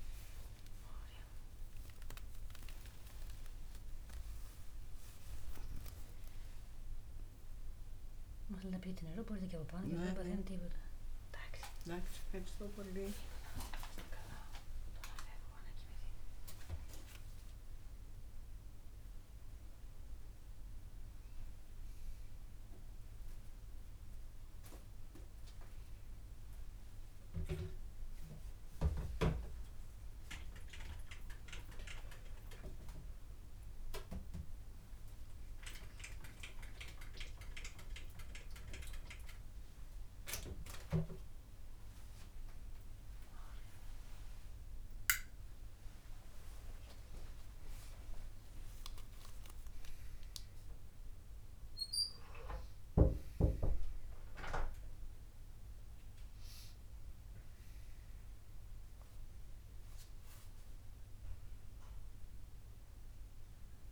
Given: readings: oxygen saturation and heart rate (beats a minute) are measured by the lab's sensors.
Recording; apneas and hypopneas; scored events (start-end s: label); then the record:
a person awake in a sleep study, by a room microphone; none
none scored
From the record:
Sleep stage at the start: awake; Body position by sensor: on the right side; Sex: female